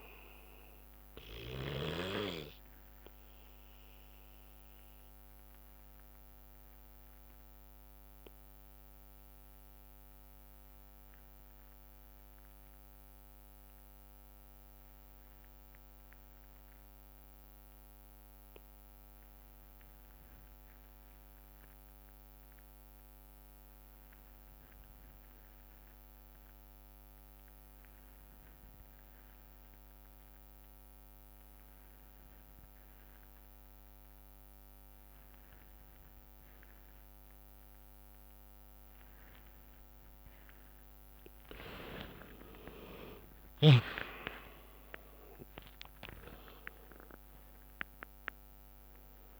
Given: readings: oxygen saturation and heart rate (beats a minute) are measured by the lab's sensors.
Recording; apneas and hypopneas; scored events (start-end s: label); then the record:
breathing in sleep by a microphone on the trachea; 1
0.00-10.00 s: oxygen desaturation (device-marked, oxygen 88% lowest, heart rate 55 extreme)
1.00-17.00 s: bradycardia (device-marked, heart rate 70 before, 55 extreme)
2.00-40.00 s: obstructive apnea (oxygen 98% before, 82% lowest, heart rate 63 before, 53 extreme, up 45 after)
26.00-49.39 s: oxygen desaturation (device-marked, oxygen 98% before, 82% lowest, heart rate 58 before, 53 extreme)
41.50-45.50 s: arousal
42.00-46.00 s: tachycardia (device-marked, heart rate 70 before, 105 extreme)
43.00-49.39 s: drop in pulse transit time (device-marked, heart rate 63 before, 74 extreme)
44.50-46.50 s: long interval between heartbeats (device-marked, heart rate 64 before, 97 extreme)
From the record:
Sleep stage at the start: N2 (light sleep); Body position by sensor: on the back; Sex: male